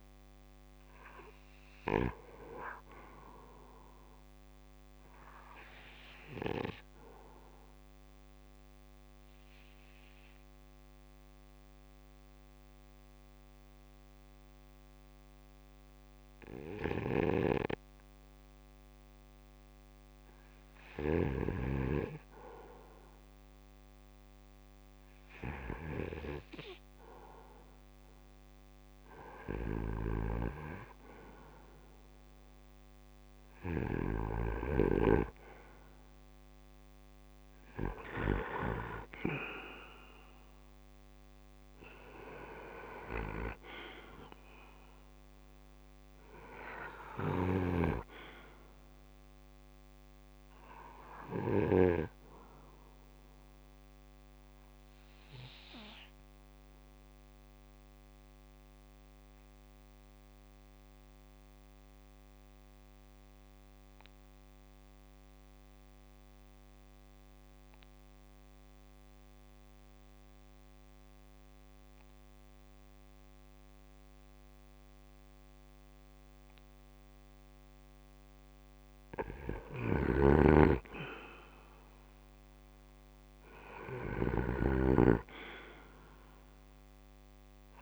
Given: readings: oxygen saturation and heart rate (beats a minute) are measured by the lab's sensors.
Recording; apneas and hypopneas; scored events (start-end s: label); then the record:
breathing in sleep by a microphone on the trachea; 2
0.00-25.00 s: oxygen desaturation (device-marked, oxygen 89% lowest, heart rate 66 extreme)
6.00-21.00 s: obstructive apnea (oxygen 98% before, 88% lowest, heart rate 70 before, 66 extreme, up 1 after)
16.50-33.50 s: snoring (device-marked)
25.50-30.50 s: arousal
33.00-66.00 s: oxygen desaturation (device-marked, oxygen 94% before, 88% lowest, heart rate 67 before, 66 extreme)
47.00-51.50 s: snoring (device-marked)
54.00-77.00 s: obstructive apnea (oxygen 94% before, 85% lowest, heart rate 69 before, 66 extreme, up 0 after)
79.00-87.82 s: oxygen desaturation (device-marked, oxygen 97% before, 85% lowest, heart rate 68 before, 66 extreme)
79.00-87.82 s: snoring (device-marked)
79.50-83.50 s: arousal
From the record:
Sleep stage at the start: REM sleep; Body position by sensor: on the back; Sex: male